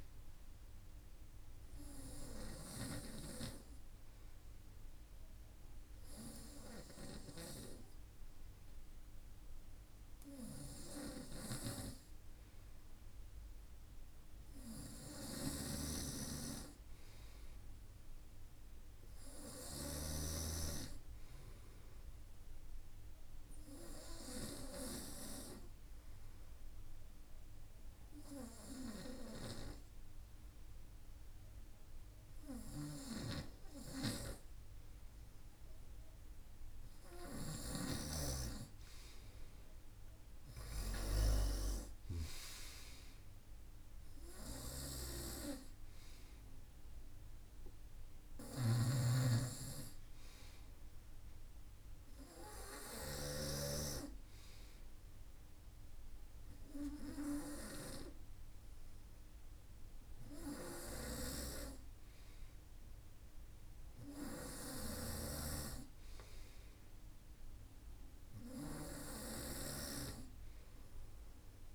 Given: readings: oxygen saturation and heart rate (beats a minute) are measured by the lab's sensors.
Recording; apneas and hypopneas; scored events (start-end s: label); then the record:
breathing in sleep by a room microphone; none
14.50-19.00 s: snoring (device-marked)
36.50-41.50 s: snoring (device-marked)
43.50-52.50 s: snoring (device-marked)
63.50-69.00 s: snoring (device-marked)
From the record:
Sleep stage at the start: N2 (light sleep); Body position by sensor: on the front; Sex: male